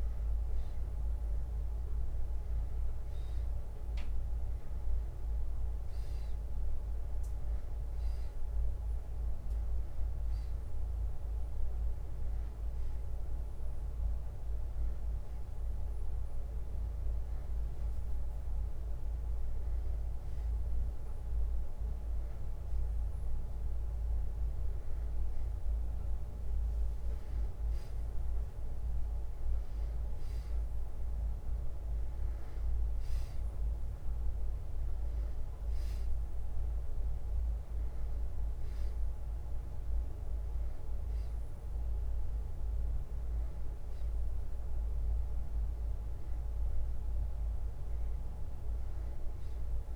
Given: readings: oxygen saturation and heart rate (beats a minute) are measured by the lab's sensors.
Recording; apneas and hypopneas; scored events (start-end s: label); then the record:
breathing in sleep, hard to hear, by a room microphone; none
44.00-49.96 s: bradycardia (device-marked, heart rate 62 before, 55 extreme)
From the record:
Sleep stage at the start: N2 (light sleep); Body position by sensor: on the back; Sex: male